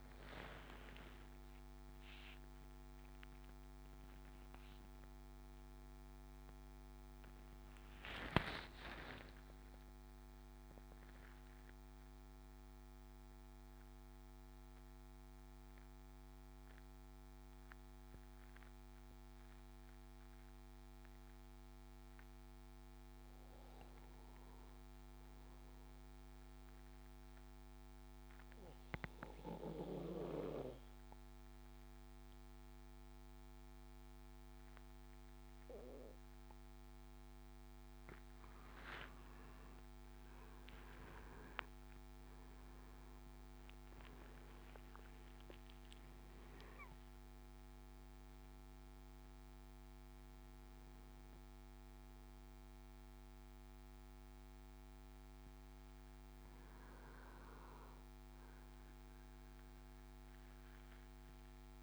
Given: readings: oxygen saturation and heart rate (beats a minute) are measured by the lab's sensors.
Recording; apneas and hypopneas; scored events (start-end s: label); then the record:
breathing in sleep by a microphone on the trachea; 1
0.00-14.00 s: oxygen desaturation (device-marked, oxygen 92% lowest, heart rate 63 extreme)
18.00-22.00 s: arousal
25.50-37.00 s: obstructive apnea (oxygen 99% before, 94% lowest, heart rate 70 before, 61 extreme, up 15 after)
39.50-43.00 s: arousal
44.00-61.83 s: oxygen desaturation (device-marked, oxygen 97% before, 94% lowest, heart rate 70 before, 61 extreme)
From the record:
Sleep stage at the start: N2 (light sleep); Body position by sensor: on the back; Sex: male